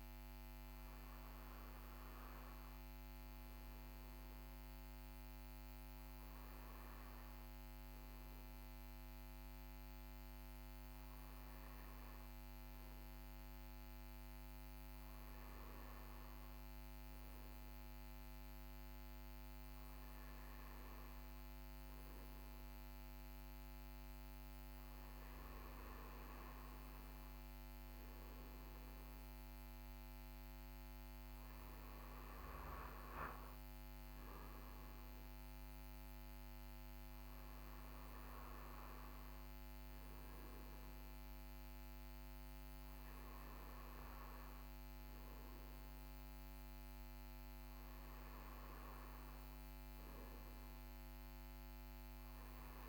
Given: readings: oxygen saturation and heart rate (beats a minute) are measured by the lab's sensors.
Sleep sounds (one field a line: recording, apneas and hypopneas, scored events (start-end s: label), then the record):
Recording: breathing in sleep, hard to hear, by a microphone on the trachea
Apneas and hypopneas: none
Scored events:
none scored
From the record:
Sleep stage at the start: N1 (lightest sleep)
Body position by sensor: on the right side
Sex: male